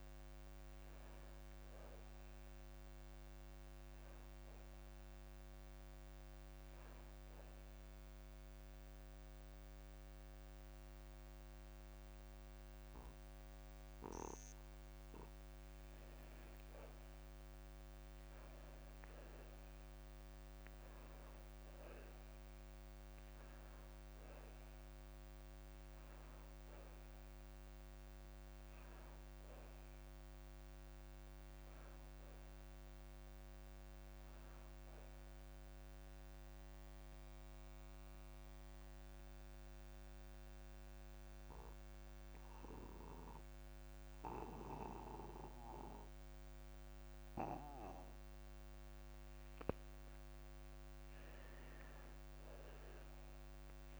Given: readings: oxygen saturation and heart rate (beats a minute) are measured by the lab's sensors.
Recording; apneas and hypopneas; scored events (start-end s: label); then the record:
breathing in sleep by a microphone on the trachea; 2
0.00-17.00 s: oxygen desaturation (device-marked, oxygen 87% lowest)
3.50-16.00 s: hypopnea (oxygen 97% before, 87% lowest)
8.00-38.00 s: new sleep stage, N1 (lightest sleep)
19.50-24.00 s: arousal
36.00-49.00 s: central apnea (oxygen 99% before, 91% lowest)
38.00-54.00 s: new sleep stage, N2 (light sleep)
52.00-54.00 s: arousal
53.00-54.00 s: oxygen desaturation (device-marked, oxygen 97% before, 91% lowest)
From the record:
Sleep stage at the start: N2 (light sleep); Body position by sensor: on the back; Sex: male